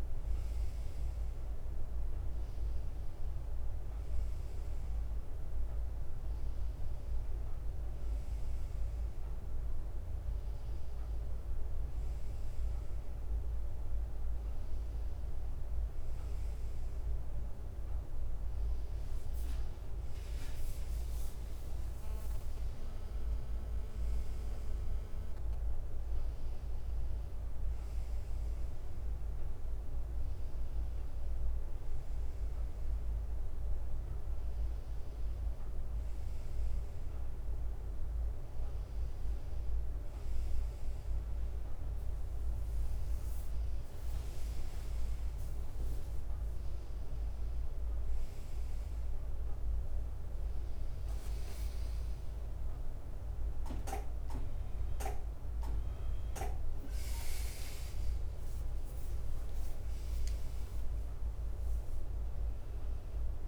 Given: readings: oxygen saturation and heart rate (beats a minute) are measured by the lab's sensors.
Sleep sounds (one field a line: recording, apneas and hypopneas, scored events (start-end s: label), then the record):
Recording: breathing in sleep, hard to hear, by a room microphone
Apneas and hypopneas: none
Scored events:
14.00-16.00 s: leg movement (device-marked)
32.50-44.50 s: drop in pulse transit time (device-marked, heart rate 62 before, 61 extreme)
40.50-45.00 s: leg movement (device-marked)
52.50-57.00 s: arousal
53.50-63.48 s: drop in pulse transit time (device-marked, heart rate 64 before, 62 extreme)
56.50-61.50 s: leg movement (device-marked)
From the record:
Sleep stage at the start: N2 (light sleep)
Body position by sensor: on the right side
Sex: male